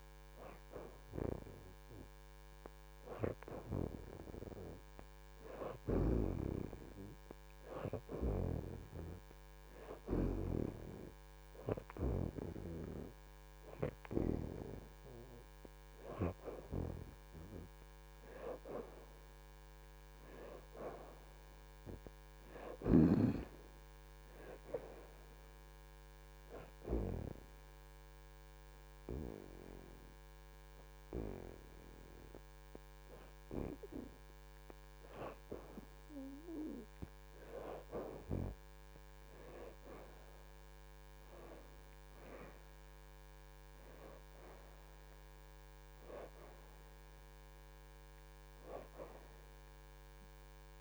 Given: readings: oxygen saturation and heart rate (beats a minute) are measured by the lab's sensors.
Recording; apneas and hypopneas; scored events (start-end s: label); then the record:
breathing in sleep by a microphone on the trachea; 1
0.00-9.50 s: oxygen desaturation (device-marked, oxygen 63% lowest, heart rate 79 extreme)
18.50-23.00 s: arousal
26.50-38.00 s: hypopnea (oxygen 75% before, 61% lowest, heart rate 82 before, 78 extreme, up 7 after)
30.50-42.50 s: oxygen desaturation (device-marked, oxygen 72% before, 68% lowest, heart rate 83 before, 78 extreme)
39.50-44.00 s: arousal
49.50-50.81 s: oxygen desaturation (device-marked, oxygen 78% before, 62% lowest, heart rate 84 before, 78 extreme)
From the record:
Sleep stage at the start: N2 (light sleep); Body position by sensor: on the back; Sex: female